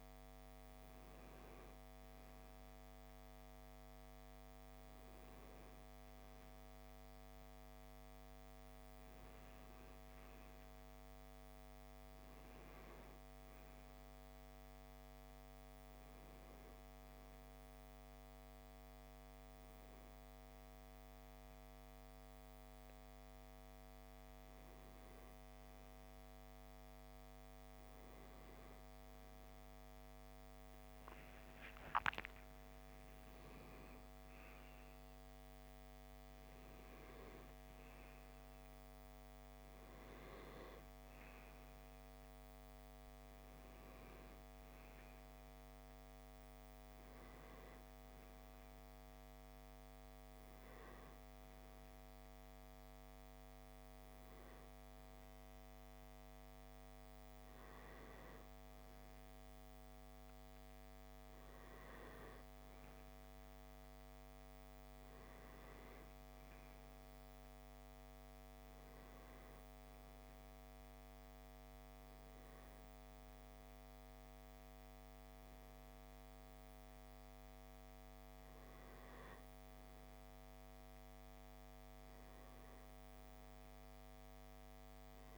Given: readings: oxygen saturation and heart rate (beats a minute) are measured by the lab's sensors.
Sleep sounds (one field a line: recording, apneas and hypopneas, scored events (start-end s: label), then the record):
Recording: breathing in sleep, hard to hear, by a microphone on the trachea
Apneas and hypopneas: 1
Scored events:
9.50-12.50 s: arousal
14.50-29.50 s: hypopnea (oxygen 95% before, 92% lowest, heart rate 63 before, 61 extreme, up 5 after)
31.00-35.00 s: arousal
From the record:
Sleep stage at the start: N1 (lightest sleep)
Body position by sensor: on the left side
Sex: male